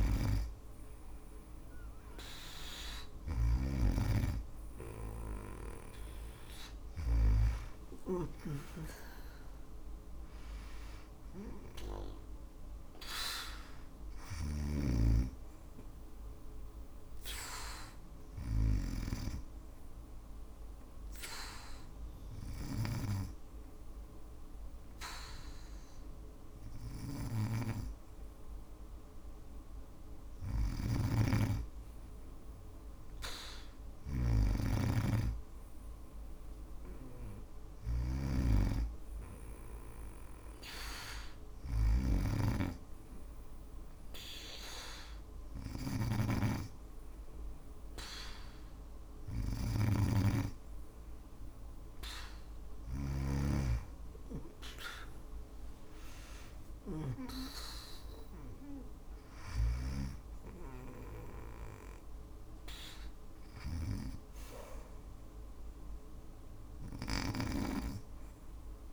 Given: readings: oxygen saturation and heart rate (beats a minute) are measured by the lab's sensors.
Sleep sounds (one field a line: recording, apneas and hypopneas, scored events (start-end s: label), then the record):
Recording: breathing in sleep by a room microphone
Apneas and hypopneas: 1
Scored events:
0.00-6.50 s: snoring (device-marked)
7.00-10.00 s: arousal
13.50-22.00 s: snoring (device-marked)
15.50-28.00 s: obstructive apnea (oxygen 96% before, 94% lowest)
29.50-32.50 s: arousal
29.50-52.50 s: snoring (device-marked)
58.50-63.00 s: snoring (device-marked)
From the record:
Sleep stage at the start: N2 (light sleep)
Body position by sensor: on the back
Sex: female